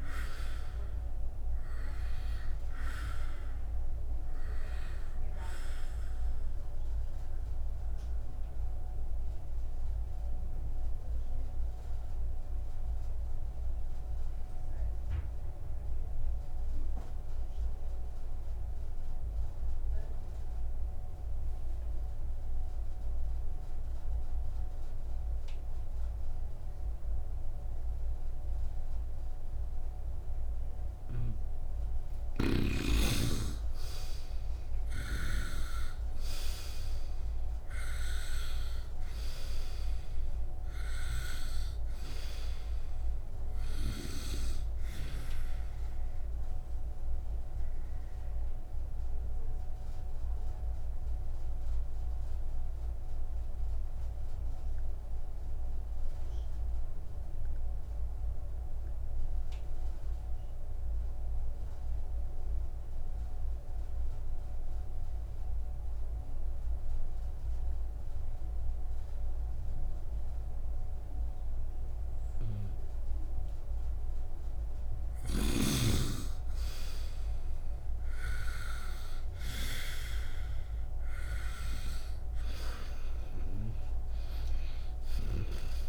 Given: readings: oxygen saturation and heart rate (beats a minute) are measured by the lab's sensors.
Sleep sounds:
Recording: breathing in sleep by a room microphone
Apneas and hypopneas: 2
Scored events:
0.00-19.50 s: oxygen desaturation (device-marked, oxygen 84% lowest, heart rate 61 extreme)
8.50-30.50 s: obstructive apnea (oxygen 99% before, 80% lowest, heart rate 68 before, 61 extreme)
31.50-64.50 s: oxygen desaturation (device-marked, oxygen 99% before, 80% lowest, heart rate 68 before, 60 extreme)
33.50-38.00 s: arousal
47.50-74.00 s: obstructive apnea (oxygen 99% before, 79% lowest, heart rate 64 before, 60 extreme, up 2 after)
66.50-85.89 s: oxygen desaturation (device-marked, oxygen 99% before, 79% lowest, heart rate 70 before, 60 extreme)
75.50-79.00 s: arousal
From the record:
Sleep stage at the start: N2 (light sleep)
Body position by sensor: upright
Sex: male

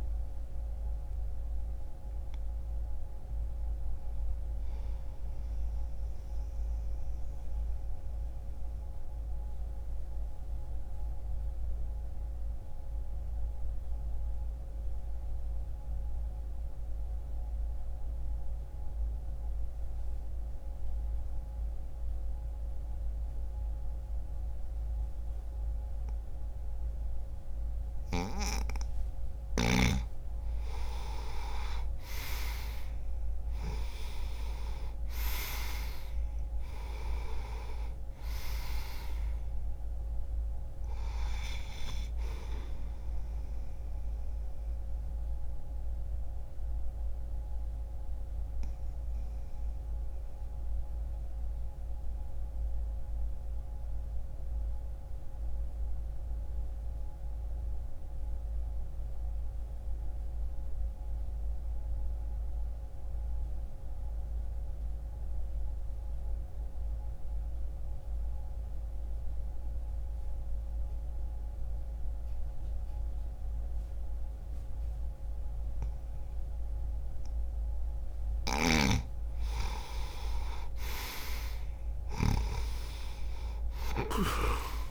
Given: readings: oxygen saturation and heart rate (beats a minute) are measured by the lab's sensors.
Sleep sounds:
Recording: breathing in sleep by a room microphone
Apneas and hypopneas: 2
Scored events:
0.00-4.00 s: oxygen desaturation (device-marked, oxygen 89% lowest, heart rate 60 extreme)
5.00-29.50 s: obstructive apnea (oxygen 97% before, 82% lowest, heart rate 65 before, 60 extreme, up 1 after)
12.00-23.00 s: oxygen desaturation (device-marked, oxygen 91% before, 86% lowest, heart rate 66 before, 60 extreme)
14.00-84.91 s: new sleep stage, N2 (light sleep)
30.50-36.00 s: arousal
37.00-66.00 s: oxygen desaturation (device-marked, oxygen 99% before, 82% lowest, heart rate 60 before, 59 extreme)
44.00-77.50 s: obstructive apnea (oxygen 99% before, 82% lowest, heart rate 60 before, 59 extreme, up 9 after)
76.00-84.91 s: oxygen desaturation (device-marked, oxygen 98% before, 89% lowest, heart rate 61 before, 59 extreme)
78.00-82.00 s: snoring (device-marked)
80.00-84.91 s: arousal
From the record:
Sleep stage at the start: N1 (lightest sleep)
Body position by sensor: on the right side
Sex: male

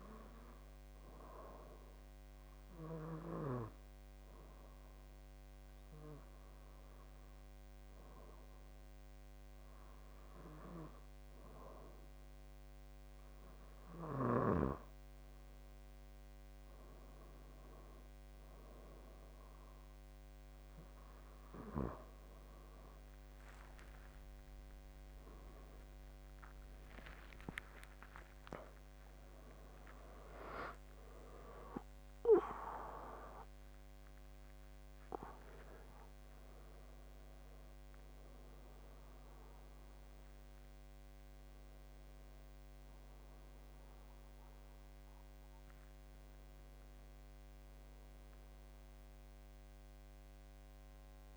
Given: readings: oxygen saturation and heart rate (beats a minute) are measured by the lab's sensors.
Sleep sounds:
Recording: a person awake in a sleep study, by a microphone on the trachea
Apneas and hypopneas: 1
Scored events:
1.00-13.50 s: obstructive apnea (oxygen 94% before, 89% lowest, heart rate 82 before, 81 extreme, up 5 after)
11.00-51.37 s: new sleep stage, awake
From the record:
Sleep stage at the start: N2 (light sleep)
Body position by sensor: on the back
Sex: male

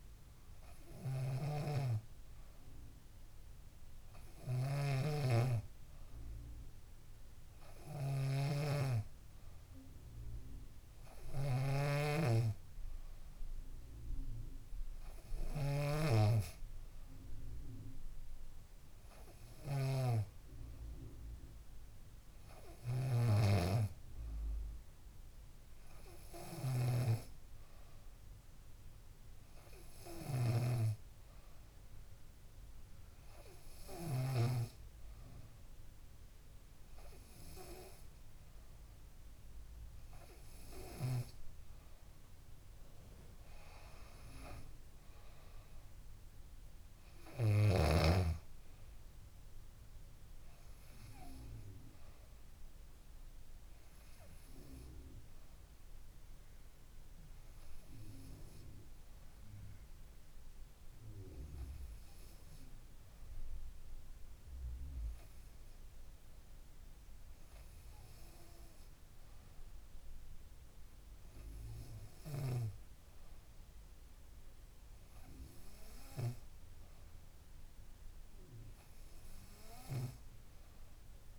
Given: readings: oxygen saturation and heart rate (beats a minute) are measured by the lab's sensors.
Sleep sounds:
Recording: breathing in sleep by a room microphone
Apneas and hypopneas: 1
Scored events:
0.00-34.50 s: snoring (device-marked)
55.00-68.50 s: hypopnea (oxygen 95% before, 93% lowest, heart rate 69 before, 64 extreme, up 7 after)
From the record:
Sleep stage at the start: N2 (light sleep)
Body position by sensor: on the back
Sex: female

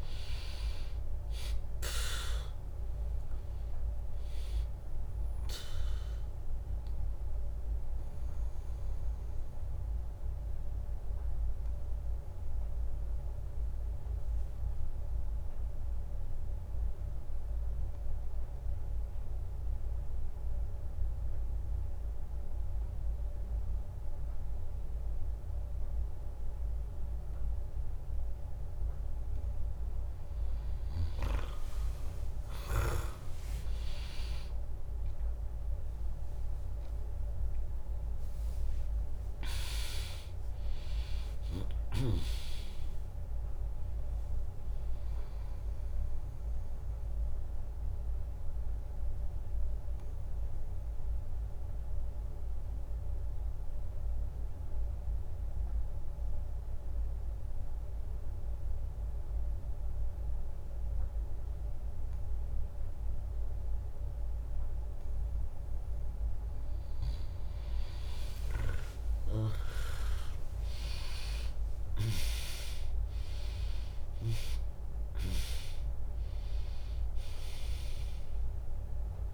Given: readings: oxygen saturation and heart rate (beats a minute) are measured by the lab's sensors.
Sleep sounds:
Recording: breathing in sleep by a room microphone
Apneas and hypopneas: 2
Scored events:
1.00-13.00 s: drop in pulse transit time (device-marked, heart rate 66 before, 65 extreme)
7.00-28.50 s: obstructive apnea (oxygen 100% before, 95% lowest, heart rate 66 before, 59 extreme)
34.00-38.50 s: arousal
36.00-48.00 s: drop in pulse transit time (device-marked, heart rate 72 before, 64 extreme)
36.00-57.00 s: oxygen desaturation (device-marked, oxygen 100% before, 95% lowest, heart rate 72 before, 60 extreme)
46.00-66.50 s: obstructive apnea (oxygen 100% before, 95% lowest, heart rate 73 before, 60 extreme, up 6 after)
68.00-73.50 s: arousal
71.00-79.34 s: drop in pulse transit time (device-marked, heart rate 74 before, 63 extreme)
74.00-79.34 s: oxygen desaturation (device-marked, oxygen 100% before, 96% lowest, heart rate 72 before, 60 extreme)
From the record:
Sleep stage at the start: N2 (light sleep)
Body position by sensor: on the back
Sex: female

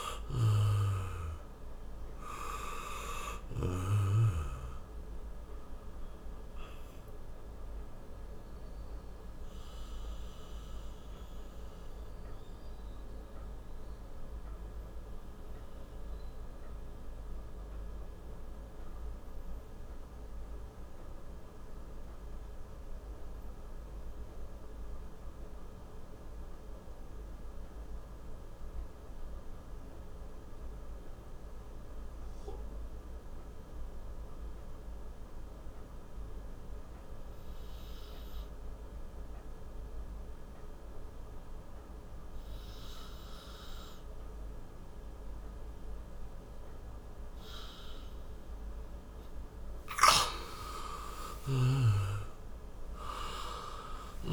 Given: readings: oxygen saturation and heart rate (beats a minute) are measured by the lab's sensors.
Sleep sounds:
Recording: breathing in sleep by a room microphone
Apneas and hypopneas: 1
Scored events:
0.00-27.00 s: oxygen desaturation (device-marked, oxygen 85% lowest, heart rate 56 extreme)
6.50-47.50 s: obstructive apnea (oxygen 97% before, 85% lowest, heart rate 64 before, 55 extreme, up 13 after)
51.50-54.33 s: arousal
From the record:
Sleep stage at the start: N2 (light sleep)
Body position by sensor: on the back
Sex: male

